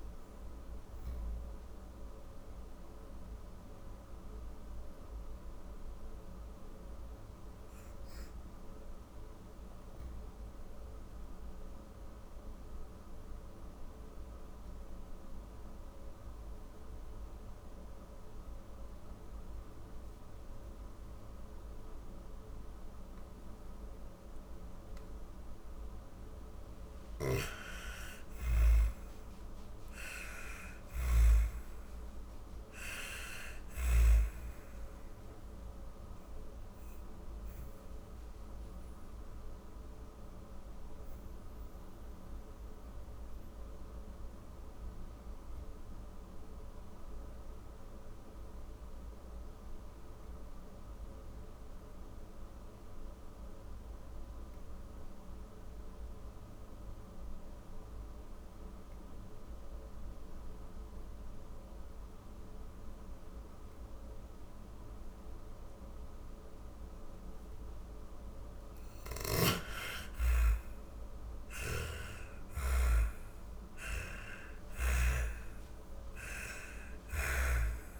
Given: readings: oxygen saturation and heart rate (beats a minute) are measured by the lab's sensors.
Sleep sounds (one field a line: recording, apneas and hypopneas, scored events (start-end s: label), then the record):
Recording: breathing in sleep by a room microphone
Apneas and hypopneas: 2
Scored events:
0.00-13.00 s: oxygen desaturation (device-marked, oxygen 87% lowest, heart rate 52 extreme)
3.50-24.50 s: obstructive apnea (oxygen 99% before, 87% lowest, heart rate 150 before, 52 extreme)
25.50-30.50 s: arousal
29.00-32.50 s: snoring (device-marked)
29.00-48.00 s: oxygen desaturation (device-marked, oxygen 98% before, 92% lowest, heart rate 78 before, 48 extreme)
38.50-66.00 s: obstructive apnea (oxygen 99% before, 87% lowest, heart rate 106 before, 44 extreme, up 46 after)
62.00-78.00 s: oxygen desaturation (device-marked, oxygen 98% before, 87% lowest, heart rate 63 before, 40 extreme)
67.00-71.00 s: snoring (device-marked)
68.50-73.50 s: arousal
From the record:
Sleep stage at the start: N2 (light sleep)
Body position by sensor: on the back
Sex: female